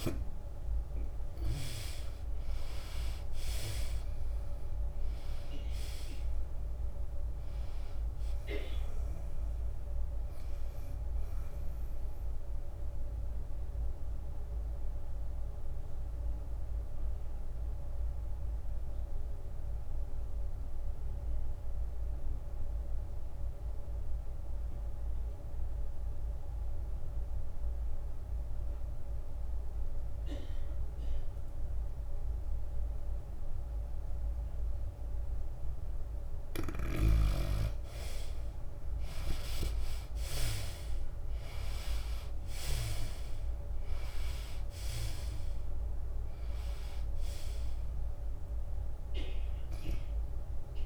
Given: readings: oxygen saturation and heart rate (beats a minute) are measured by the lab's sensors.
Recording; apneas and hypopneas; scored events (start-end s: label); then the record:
breathing in sleep by a room microphone; 1
0.00-28.50 s: oxygen desaturation (device-marked, oxygen 81% lowest, heart rate 87 extreme)
2.50-8.50 s: tachycardia (device-marked, heart rate 95 before, 109 extreme)
3.50-18.50 s: drop in pulse transit time (device-marked, heart rate 91 before, 95 extreme)
5.50-7.50 s: long interval between heartbeats (device-marked, heart rate 91 before, 108 extreme)
9.50-15.50 s: tachycardia (device-marked, heart rate 95 before, 110 extreme)
12.50-14.50 s: long interval between heartbeats (device-marked, heart rate 96 before, 108 extreme)
14.00-37.00 s: obstructive apnea (oxygen 96% before, 77% lowest, heart rate 97 before, 87 extreme, up 10 after)
38.50-50.86 s: oxygen desaturation (device-marked, oxygen 96% before, 77% lowest, heart rate 89 before, 93 extreme)
39.00-42.50 s: arousal
42.50-50.86 s: tachycardia (device-marked, heart rate 95 before, 110 extreme)
43.50-50.86 s: drop in pulse transit time (device-marked, heart rate 89 before, 94 extreme)
From the record:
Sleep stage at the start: N2 (light sleep); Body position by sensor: on the back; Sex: female